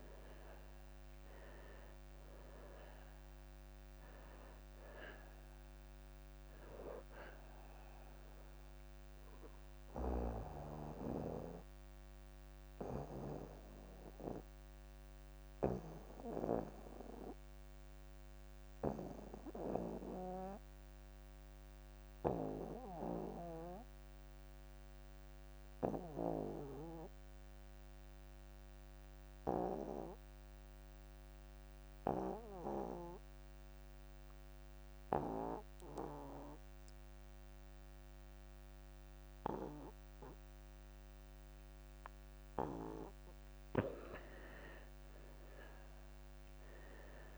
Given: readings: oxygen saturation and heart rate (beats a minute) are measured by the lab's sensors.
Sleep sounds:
breathing in sleep by a microphone on the trachea; 1
0.00-26.50 s: oxygen desaturation (device-marked, oxygen 78% lowest)
11.50-43.00 s: obstructive apnea (oxygen 99% before, 78% lowest)
35.50-47.38 s: oxygen desaturation (device-marked, oxygen 98% before, 80% lowest)
36.00-38.00 s: long interval between heartbeats (device-marked)
45.00-47.38 s: arousal
From the record:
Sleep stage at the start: N2 (light sleep); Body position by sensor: on the back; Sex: male

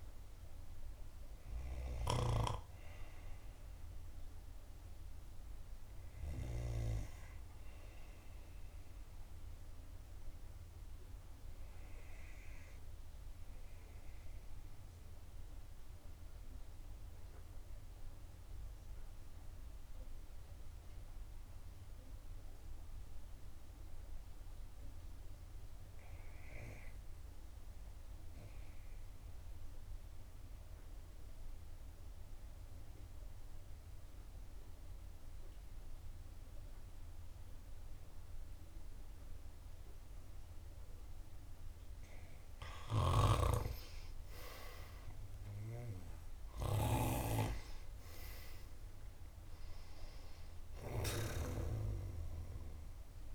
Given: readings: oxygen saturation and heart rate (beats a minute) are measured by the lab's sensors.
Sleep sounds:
breathing in sleep by a room microphone; 1
0.00-22.50 s: oxygen desaturation (device-marked, oxygen 83% lowest, heart rate 61 extreme)
9.50-42.50 s: obstructive apnea (oxygen 94% before, 83% lowest, heart rate 67 before, 56 extreme, up 6 after)
38.50-53.35 s: oxygen desaturation (device-marked, oxygen 97% before, 88% lowest, heart rate 63 before, 56 extreme)
43.00-47.50 s: snoring (device-marked)
44.00-49.50 s: arousal
From the record:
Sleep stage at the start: N2 (light sleep); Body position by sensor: on the back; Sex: female

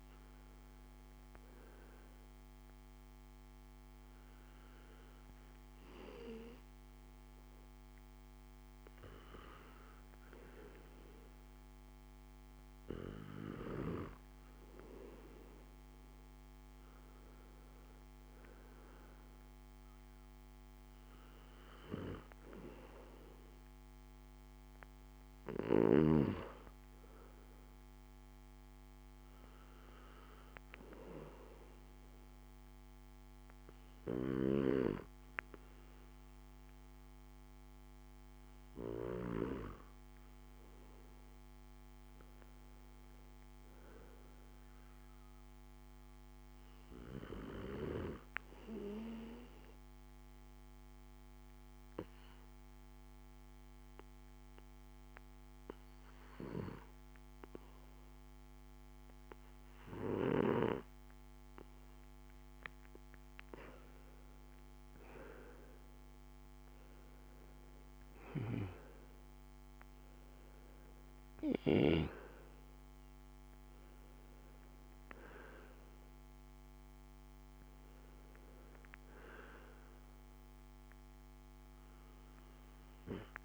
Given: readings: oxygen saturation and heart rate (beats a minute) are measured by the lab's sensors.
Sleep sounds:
breathing in sleep by a microphone on the trachea; 1
51.00-62.50 s: obstructive apnea (oxygen 94% before, 89% lowest, heart rate 57 before, 54 extreme, up 8 after)
64.50-70.00 s: arousal
67.00-83.45 s: oxygen desaturation (device-marked, oxygen 93% before, 89% lowest, heart rate 59 before, 54 extreme)
From the record:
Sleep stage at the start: N2 (light sleep); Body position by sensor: on the back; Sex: male

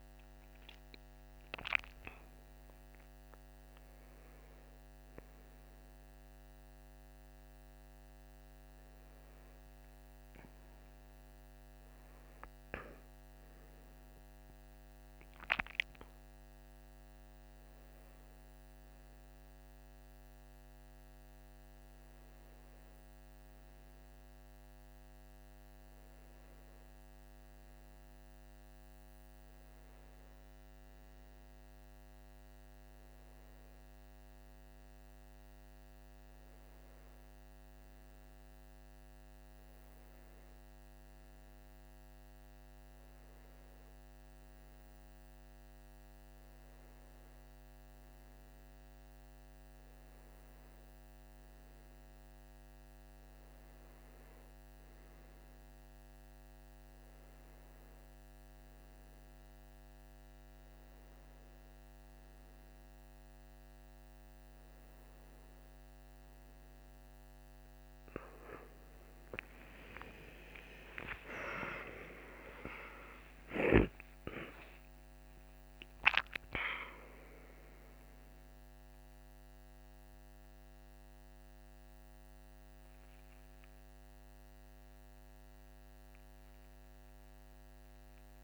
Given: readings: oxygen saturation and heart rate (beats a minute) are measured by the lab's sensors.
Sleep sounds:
breathing in sleep by a microphone on the trachea; none
24.50-88.44 s: new sleep stage, N1 (lightest sleep)
69.00-75.00 s: arousal
From the record:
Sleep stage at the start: N2 (light sleep); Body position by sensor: on the right side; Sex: male

